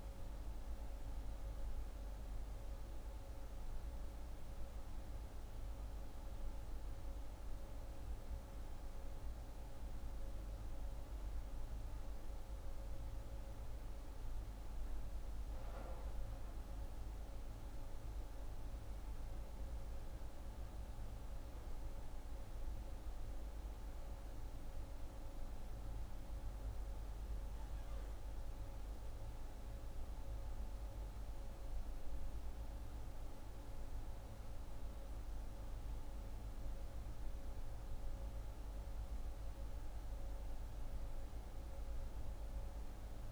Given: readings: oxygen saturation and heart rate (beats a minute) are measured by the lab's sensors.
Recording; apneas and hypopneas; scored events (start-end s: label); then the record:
breathing in sleep, hard to hear, by a room microphone; none
none scored
From the record:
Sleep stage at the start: N1 (lightest sleep); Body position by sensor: on the right side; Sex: female